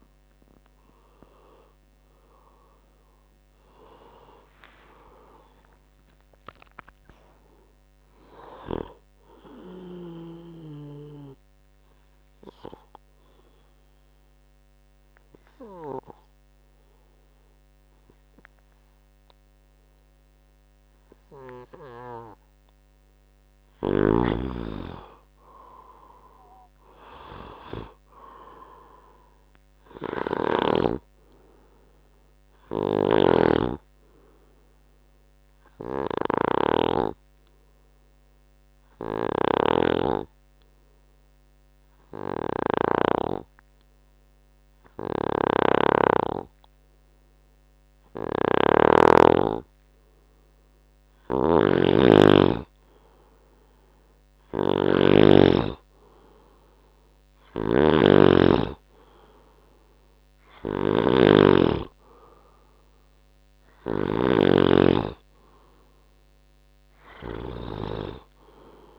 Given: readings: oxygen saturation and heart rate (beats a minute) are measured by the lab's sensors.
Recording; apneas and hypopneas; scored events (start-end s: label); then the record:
breathing in sleep by a microphone on the trachea; 2
0.00-3.00 s: tachycardia (device-marked, heart rate 130 extreme)
4.50-9.00 s: arousal
12.00-23.50 s: obstructive apnea (oxygen 96% before, 94% lowest, heart rate 98 before, 58 extreme, up 16 after)
25.00-29.00 s: arousal
33.00-43.50 s: snoring (device-marked)
33.00-50.00 s: oxygen desaturation (device-marked, oxygen 99% before, 94% lowest, heart rate 70 before, 60 extreme)
36.00-50.00 s: hypopnea (oxygen 99% before, 94% lowest, heart rate 68 before, 61 extreme, up 11 after)
45.50-55.50 s: snoring (device-marked)
52.50-56.00 s: arousal
57.50-68.99 s: snoring (device-marked)
From the record:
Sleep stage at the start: N2 (light sleep); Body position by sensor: on the right side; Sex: male